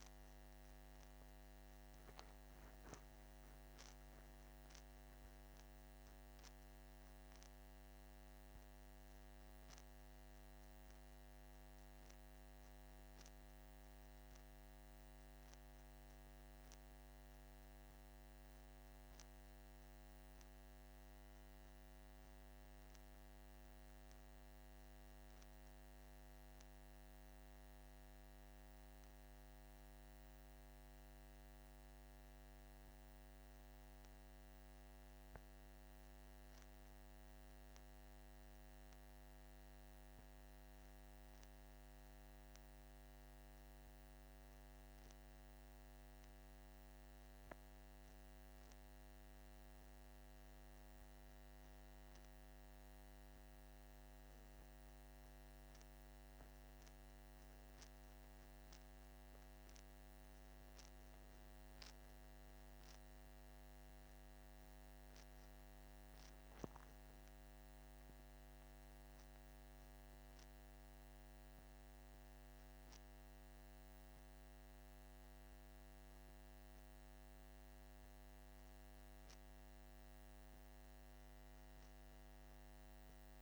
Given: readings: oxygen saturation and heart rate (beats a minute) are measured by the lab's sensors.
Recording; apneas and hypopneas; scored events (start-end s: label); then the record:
breathing in sleep, hard to hear, by a microphone on the trachea; 1
0.00-3.50 s: arousal
0.00-25.50 s: oxygen desaturation (device-marked, oxygen 94% lowest, heart rate 48 extreme)
28.50-53.00 s: hypopnea (oxygen 99% before, 94% lowest, heart rate 51 before, 47 extreme, up 10 after)
55.50-60.00 s: arousal
From the record:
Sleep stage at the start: N2 (light sleep); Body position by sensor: on the back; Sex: male